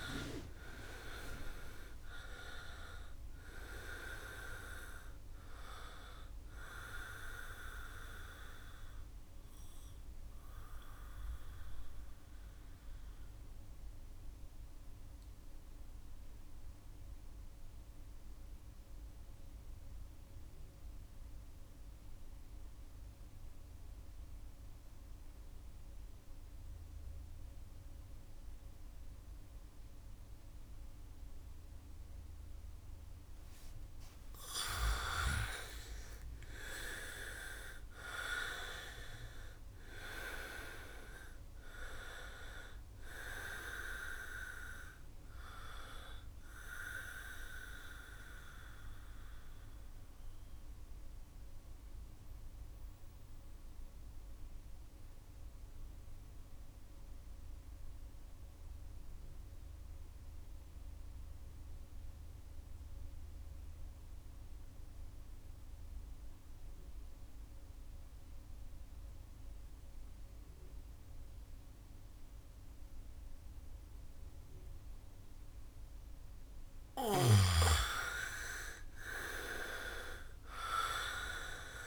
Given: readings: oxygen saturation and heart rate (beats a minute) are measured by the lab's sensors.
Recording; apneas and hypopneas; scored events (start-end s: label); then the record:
breathing in sleep by a room microphone; 2
0.00-23.50 s: oxygen desaturation (device-marked, oxygen 79% lowest, heart rate 66 extreme)
8.50-33.00 s: mixed apnea (oxygen 99% before, 77% lowest, heart rate 67 before, 62 extreme, up 4 after)
32.50-63.50 s: oxygen desaturation (device-marked, oxygen 99% before, 77% lowest, heart rate 68 before, 62 extreme)
34.50-39.00 s: arousal
46.50-76.00 s: mixed apnea (oxygen 99% before, 77% lowest, heart rate 68 before, 62 extreme, up 5 after)
74.50-81.87 s: oxygen desaturation (device-marked, oxygen 99% before, 77% lowest, heart rate 67 before, 62 extreme)
77.50-81.87 s: arousal
From the record:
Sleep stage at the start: N2 (light sleep); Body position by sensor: on the back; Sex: male